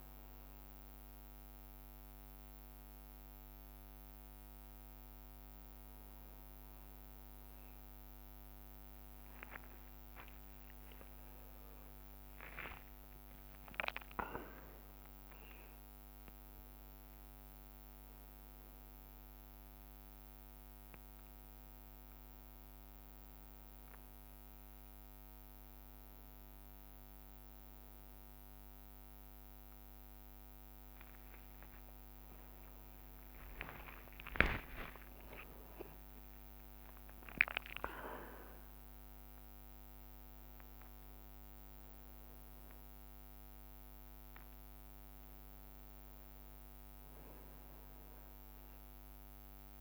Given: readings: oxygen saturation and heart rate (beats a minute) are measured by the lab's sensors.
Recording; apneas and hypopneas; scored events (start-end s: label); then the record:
a person awake in a sleep study, by a microphone on the trachea; none
0.00-1.00 s: leg movement (device-marked)
2.50-7.50 s: leg movement (device-marked)
9.50-14.50 s: leg movement (device-marked)
19.00-21.00 s: leg movement (device-marked)
22.50-23.50 s: leg movement (device-marked)
32.00-37.00 s: tachycardia (device-marked, heart rate 41 before, 111 extreme)
34.50-42.50 s: leg movement (device-marked)
35.00-37.00 s: long interval between heartbeats (device-marked, heart rate 74 before, 110 extreme)
42.00-49.81 s: drop in pulse transit time (device-marked, heart rate 80 before, 65 extreme)
From the record:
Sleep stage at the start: awake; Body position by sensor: on the back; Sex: male